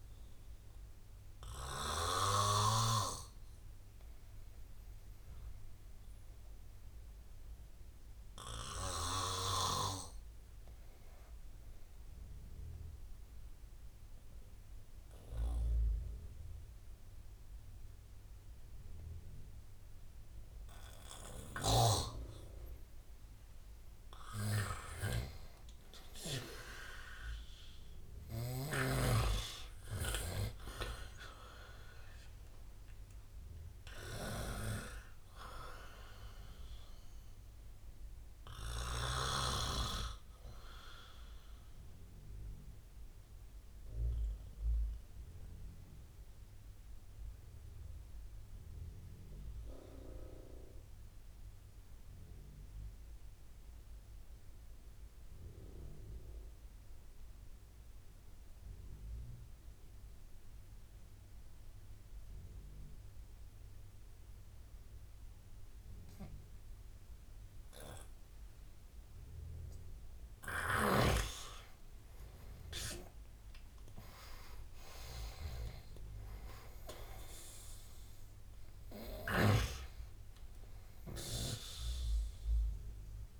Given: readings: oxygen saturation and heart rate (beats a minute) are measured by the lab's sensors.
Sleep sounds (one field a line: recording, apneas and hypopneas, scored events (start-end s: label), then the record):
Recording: breathing in sleep by a room microphone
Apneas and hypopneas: 2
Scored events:
0.00-18.00 s: oxygen desaturation (device-marked, oxygen 86% lowest, heart rate 69 extreme)
1.50-21.50 s: obstructive apnea (oxygen 99% before, 86% lowest, heart rate 78 before, 69 extreme, up 11 after)
25.50-29.50 s: arousal
31.00-42.00 s: oxygen desaturation (device-marked, oxygen 98% before, 93% lowest, heart rate 76 before, 73 extreme)
44.50-70.00 s: obstructive apnea (oxygen 99% before, 86% lowest, heart rate 81 before, 72 extreme, up 13 after)
68.00-83.40 s: oxygen desaturation (device-marked, oxygen 99% before, 89% lowest, heart rate 74 before, 69 extreme)
73.00-76.50 s: arousal
From the record:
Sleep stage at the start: N2 (light sleep)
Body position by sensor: on the right side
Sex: male